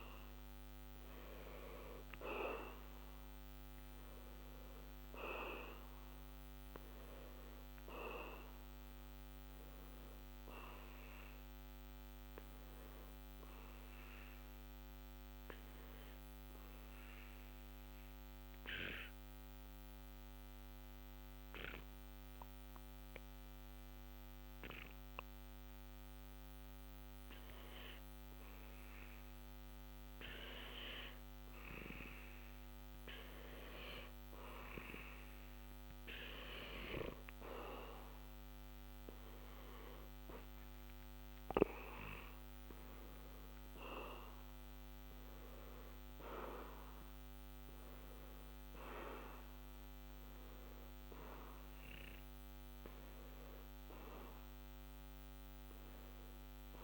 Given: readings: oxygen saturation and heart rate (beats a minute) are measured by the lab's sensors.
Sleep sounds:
breathing in sleep by a microphone on the trachea; 1
13.50-30.50 s: oxygen desaturation (device-marked, oxygen 92% before, 88% lowest, heart rate 60 before, 60 extreme)
15.00-26.50 s: central apnea (oxygen 92% before, 88% lowest, heart rate 60 before, 60 extreme, up 0 after)
32.00-36.00 s: arousal
From the record:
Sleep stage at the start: N2 (light sleep); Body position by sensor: on the back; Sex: male

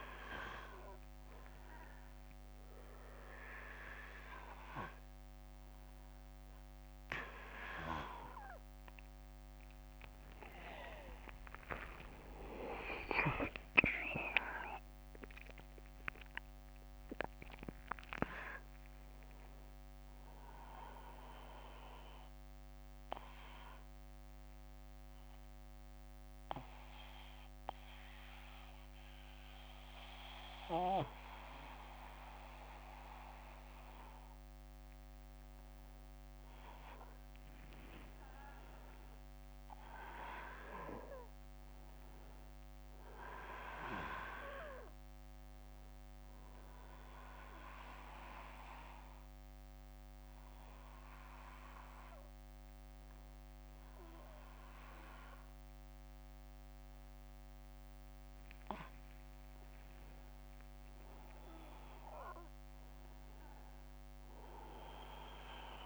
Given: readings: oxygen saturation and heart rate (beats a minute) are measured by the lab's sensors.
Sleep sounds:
a person partly awake in a sleep study, by a microphone on the trachea; 2
0.00-1.00 s: oxygen desaturation (device-marked, oxygen 91% lowest, heart rate 66 extreme)
21.00-34.50 s: obstructive apnea (oxygen 97% before, 94% lowest, heart rate 80 before, 58 extreme, up 9 after)
21.00-65.86 s: new sleep stage, N1 (lightest sleep)
38.00-42.50 s: arousal
43.00-63.00 s: oxygen desaturation (device-marked, oxygen 98% before, 94% lowest, heart rate 63 before, 64 extreme)
47.00-58.00 s: obstructive apnea (oxygen 98% before, 94% lowest, heart rate 63 before, 64 extreme, up 4 after)
64.00-65.86 s: arousal
From the record:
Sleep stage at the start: awake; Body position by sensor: on the back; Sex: male

